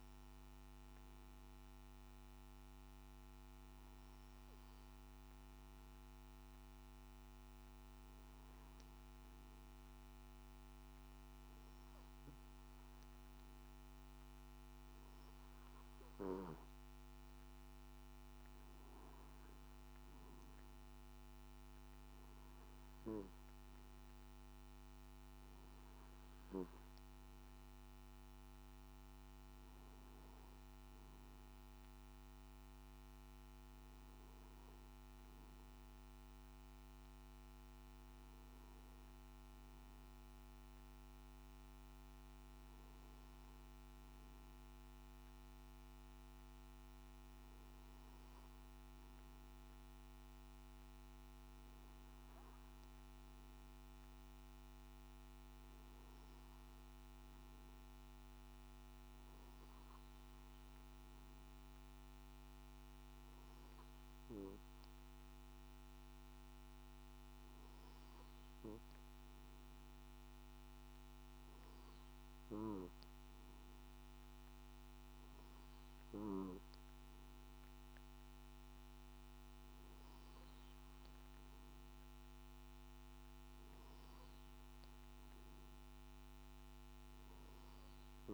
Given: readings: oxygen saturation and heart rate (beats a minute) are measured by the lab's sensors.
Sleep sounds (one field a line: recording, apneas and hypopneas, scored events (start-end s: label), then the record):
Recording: breathing in sleep, hard to hear, by a microphone on the trachea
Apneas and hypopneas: none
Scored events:
none scored
From the record:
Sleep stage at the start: N3 (deep sleep)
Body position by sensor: on the back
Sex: male